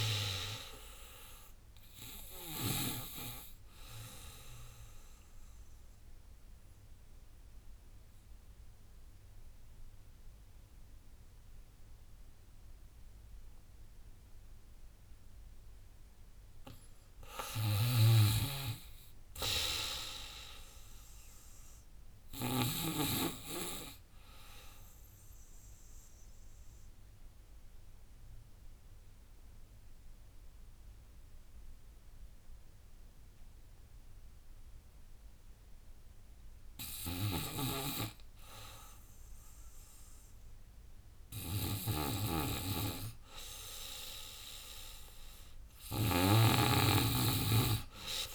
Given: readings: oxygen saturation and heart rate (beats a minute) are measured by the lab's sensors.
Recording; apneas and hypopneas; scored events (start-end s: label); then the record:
breathing in sleep by a room microphone; 2
0.00-5.50 s: drop in pulse transit time (device-marked, heart rate 82 extreme)
0.00-14.50 s: oxygen desaturation (device-marked, oxygen 84% lowest, heart rate 70 extreme)
4.50-6.50 s: long interval between heartbeats (device-marked, heart rate 86 before, 88 extreme)
5.50-16.50 s: obstructive apnea (oxygen 96% before, 84% lowest, heart rate 85 before, 74 extreme, up 14 after)
16.50-18.50 s: long interval between heartbeats (device-marked, heart rate 87 before, 89 extreme)
17.50-22.50 s: snoring (device-marked)
18.00-21.00 s: arousal
25.50-36.50 s: obstructive apnea (oxygen 99% before, 86% lowest, heart rate 88 before, 74 extreme, up 24 after)
35.00-37.00 s: long interval between heartbeats (device-marked, heart rate 83 before, 79 extreme)
37.00-48.35 s: snoring (device-marked)
38.50-42.00 s: arousal
38.50-48.35 s: drop in pulse transit time (device-marked, heart rate 83 before, 85 extreme)
40.50-42.50 s: long interval between heartbeats (device-marked, heart rate 82 before, 87 extreme)
41.50-48.35 s: oxygen desaturation (device-marked, oxygen 97% before, 92% lowest, heart rate 83 before, 75 extreme)
43.50-45.50 s: long interval between heartbeats (device-marked, heart rate 83 before, 98 extreme)
From the record:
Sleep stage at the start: N2 (light sleep); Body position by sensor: on the back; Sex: female